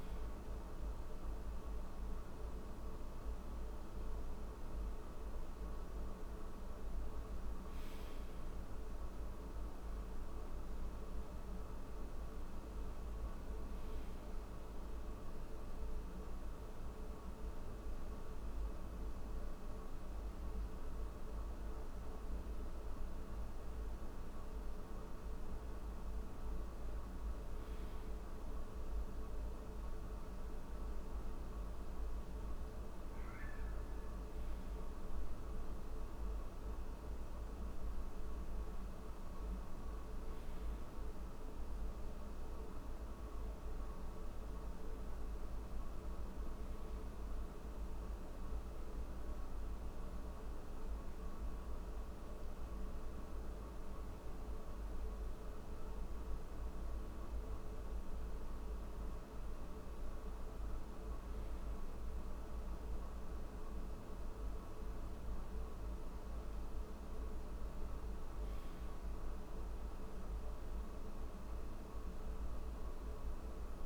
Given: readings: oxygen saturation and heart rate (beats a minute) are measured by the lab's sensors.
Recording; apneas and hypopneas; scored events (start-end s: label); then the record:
breathing in sleep, hard to hear, by a room microphone; none
none scored
From the record:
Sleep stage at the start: N1 (lightest sleep); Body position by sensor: on the back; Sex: male